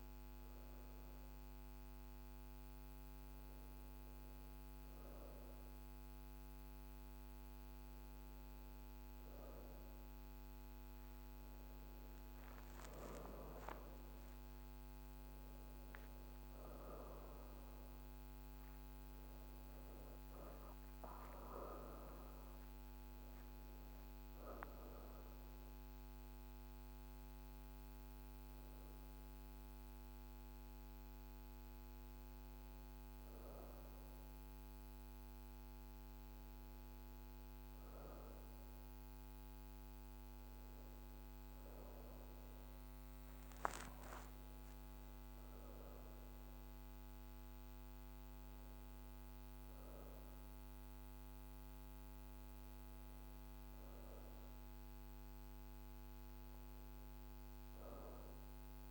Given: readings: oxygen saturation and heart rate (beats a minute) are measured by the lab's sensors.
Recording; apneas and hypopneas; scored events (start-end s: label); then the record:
breathing in sleep, hard to hear, by a microphone on the trachea; none
9.50-58.91 s: new sleep stage, N2 (light sleep)
From the record:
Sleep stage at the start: N1 (lightest sleep); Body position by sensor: on the back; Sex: female